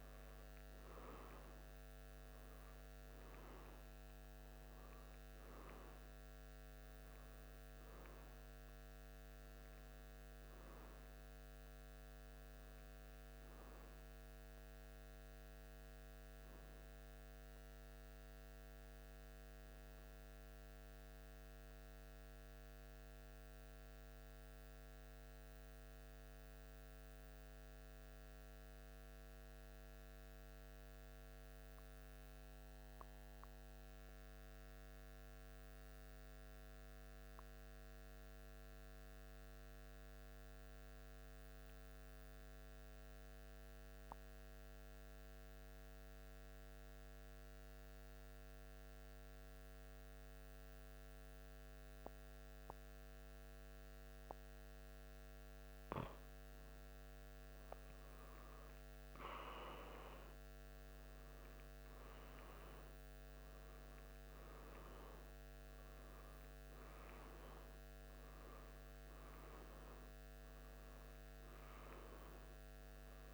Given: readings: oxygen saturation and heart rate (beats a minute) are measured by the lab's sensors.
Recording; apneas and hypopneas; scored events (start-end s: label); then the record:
breathing in sleep, hard to hear, by a microphone on the trachea; 1
13.50-18.00 s: arousal
20.00-56.00 s: mixed apnea (oxygen 94% before, 92% lowest, heart rate 76 before, 73 extreme, up 3 after)
30.00-73.34 s: new sleep stage, N2 (light sleep)
40.00-58.00 s: oxygen desaturation (device-marked, oxygen 97% before, 92% lowest, heart rate 75 before, 74 extreme)
57.50-61.50 s: arousal
From the record:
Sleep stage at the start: N1 (lightest sleep); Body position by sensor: on the back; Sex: male